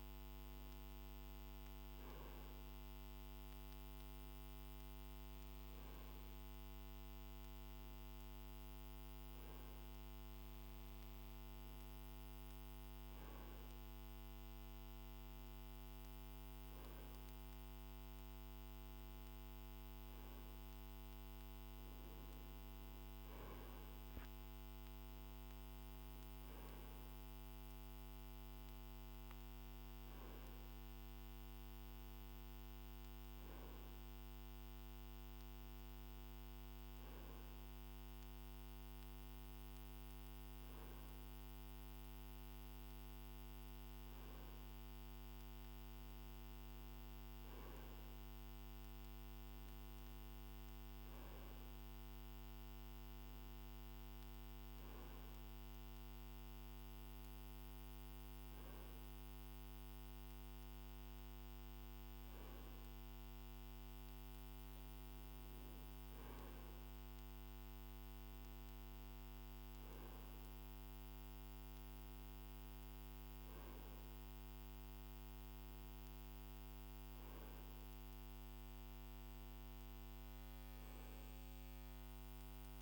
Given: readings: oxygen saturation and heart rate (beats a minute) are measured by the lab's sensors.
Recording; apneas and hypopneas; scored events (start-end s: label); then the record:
breathing in sleep, hard to hear, by a microphone on the trachea; none
none scored
From the record:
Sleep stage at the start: N2 (light sleep); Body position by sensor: on the right side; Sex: male